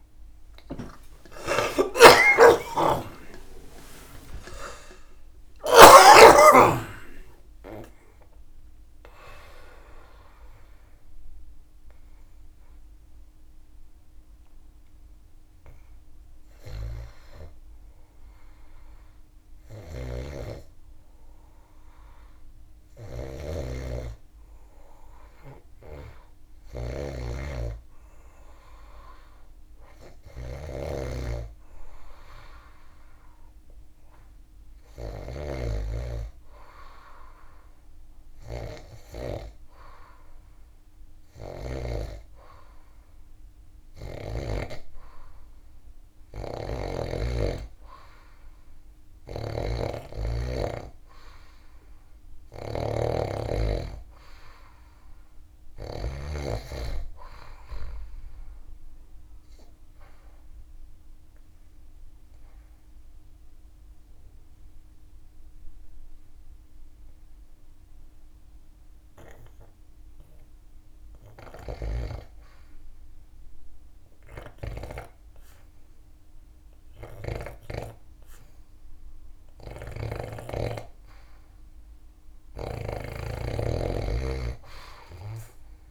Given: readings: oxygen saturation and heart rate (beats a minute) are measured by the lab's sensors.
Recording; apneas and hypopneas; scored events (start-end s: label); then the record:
breathing in sleep by a room microphone; 2
0.00-6.50 s: arousal
1.00-5.00 s: snoring (device-marked)
10.00-22.50 s: hypopnea (oxygen 99% before, 92% lowest)
19.00-41.00 s: snoring (device-marked)
24.00-27.50 s: arousal
45.50-55.50 s: snoring (device-marked)
55.00-82.00 s: oxygen desaturation (device-marked, oxygen 97% before, 92% lowest)
56.50-70.50 s: obstructive apnea (oxygen 100% before, 81% lowest)
71.00-77.00 s: snoring (device-marked)
72.50-76.00 s: arousal
81.50-85.90 s: snoring (device-marked)
From the record:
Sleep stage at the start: N2 (light sleep); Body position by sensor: on the back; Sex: male